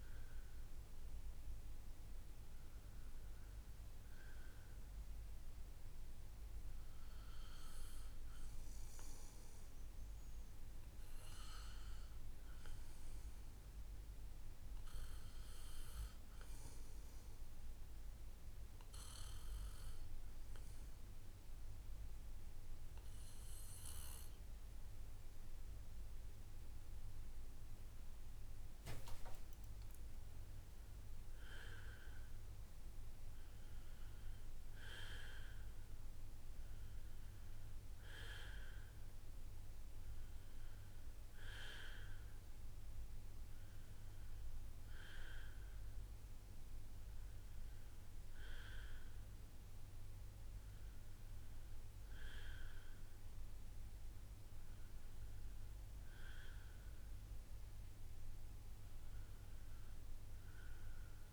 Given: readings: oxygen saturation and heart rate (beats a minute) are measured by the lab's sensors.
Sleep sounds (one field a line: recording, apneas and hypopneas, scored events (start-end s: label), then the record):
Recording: breathing in sleep by a room microphone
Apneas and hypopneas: none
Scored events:
none scored
From the record:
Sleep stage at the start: N2 (light sleep)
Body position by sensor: on the back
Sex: male